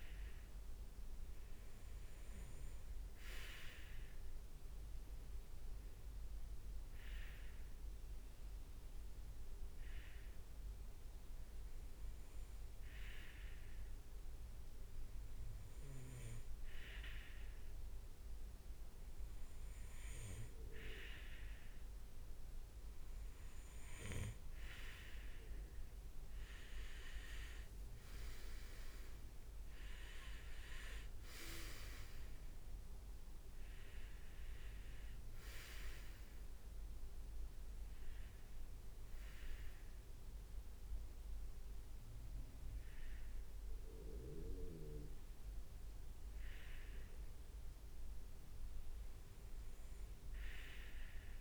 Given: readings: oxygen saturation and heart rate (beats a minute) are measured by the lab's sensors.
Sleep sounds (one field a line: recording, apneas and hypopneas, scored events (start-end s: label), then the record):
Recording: breathing in sleep by a room microphone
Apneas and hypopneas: 1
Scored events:
5.50-22.50 s: hypopnea (oxygen 98% before, 96% lowest, heart rate 68 before, 66 extreme, up 5 after)
26.00-30.50 s: arousal
From the record:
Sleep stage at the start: REM sleep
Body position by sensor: on the right side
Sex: male